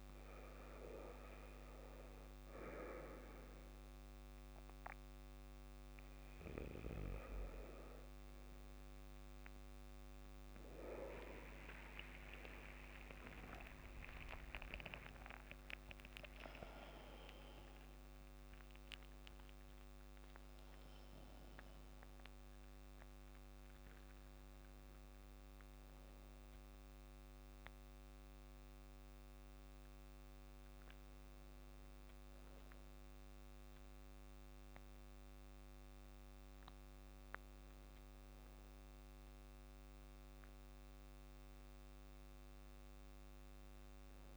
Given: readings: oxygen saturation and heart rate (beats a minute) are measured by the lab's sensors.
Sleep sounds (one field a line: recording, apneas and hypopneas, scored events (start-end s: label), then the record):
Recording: breathing in sleep by a microphone on the trachea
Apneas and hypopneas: none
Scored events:
12.50-14.50 s: long interval between heartbeats (device-marked, heart rate 59 before, 95 extreme)
13.00-18.00 s: arousal
From the record:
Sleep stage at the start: N2 (light sleep)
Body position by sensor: on the back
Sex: male